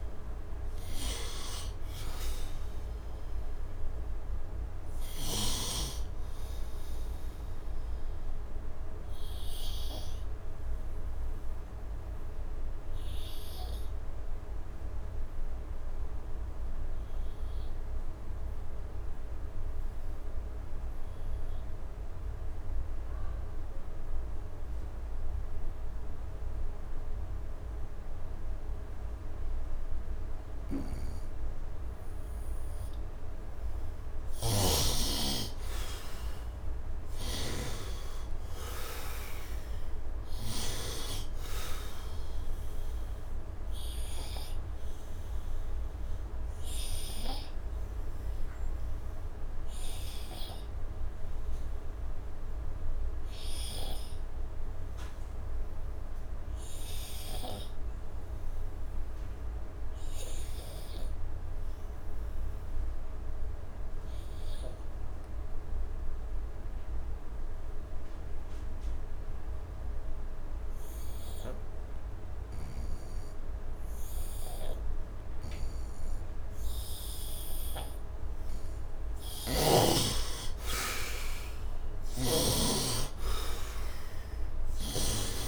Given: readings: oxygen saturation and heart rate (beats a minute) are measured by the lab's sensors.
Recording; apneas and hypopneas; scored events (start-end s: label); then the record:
breathing in sleep by a room microphone; 2
0.00-17.50 s: oxygen desaturation (device-marked, oxygen 63% lowest, heart rate 70 extreme)
8.00-34.50 s: obstructive apnea (oxygen 82% before, 63% lowest, heart rate 78 before, 69 extreme, up 10 after)
26.50-56.50 s: oxygen desaturation (device-marked, oxygen 100% before, 71% lowest, heart rate 75 before, 69 extreme)
34.00-37.50 s: snoring (device-marked)
36.50-39.50 s: arousal
43.50-80.00 s: obstructive apnea (oxygen 100% before, 71% lowest, heart rate 79 before, 69 extreme, up 48 after)
65.50-85.48 s: oxygen desaturation (device-marked, oxygen 99% before, 73% lowest, heart rate 72 before, 76 extreme)
72.00-77.50 s: snoring (device-marked)
82.00-85.48 s: arousal
From the record:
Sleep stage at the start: N2 (light sleep); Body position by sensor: on the right side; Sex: male